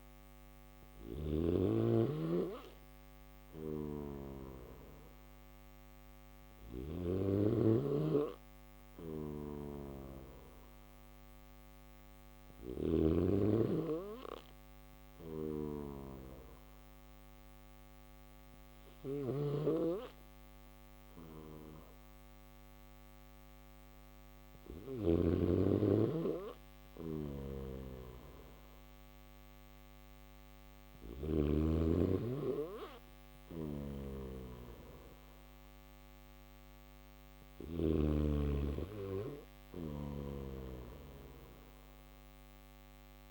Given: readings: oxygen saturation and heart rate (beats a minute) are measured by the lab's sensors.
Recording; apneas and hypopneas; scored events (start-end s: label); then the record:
breathing in sleep by a microphone on the trachea; none
2.00-6.00 s: snoring (device-marked)
8.00-12.00 s: snoring (device-marked)
14.00-24.00 s: snoring (device-marked)
26.00-30.00 s: snoring (device-marked)
32.00-36.50 s: snoring (device-marked)
38.50-43.31 s: snoring (device-marked)
From the record:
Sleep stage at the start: N1 (lightest sleep); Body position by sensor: on the back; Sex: male